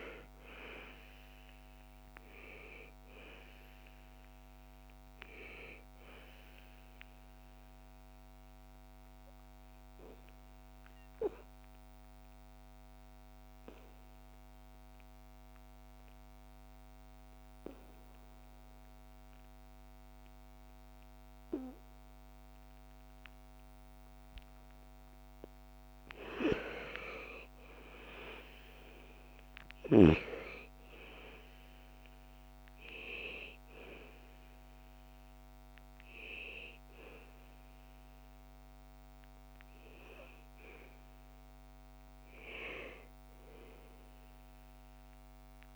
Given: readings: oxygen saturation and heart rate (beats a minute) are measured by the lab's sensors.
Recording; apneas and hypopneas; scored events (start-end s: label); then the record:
breathing in sleep by a microphone on the trachea; 1
0.00-17.00 s: oxygen desaturation (device-marked, oxygen 84% lowest, heart rate 56 extreme)
7.50-25.00 s: obstructive apnea (oxygen 99% before, 84% lowest, heart rate 64 before, 56 extreme, up 12 after)
26.00-29.50 s: arousal
34.00-45.00 s: oxygen desaturation (device-marked, oxygen 98% before, 89% lowest, heart rate 60 before, 57 extreme)
From the record:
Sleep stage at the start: N2 (light sleep); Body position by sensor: on the back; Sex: female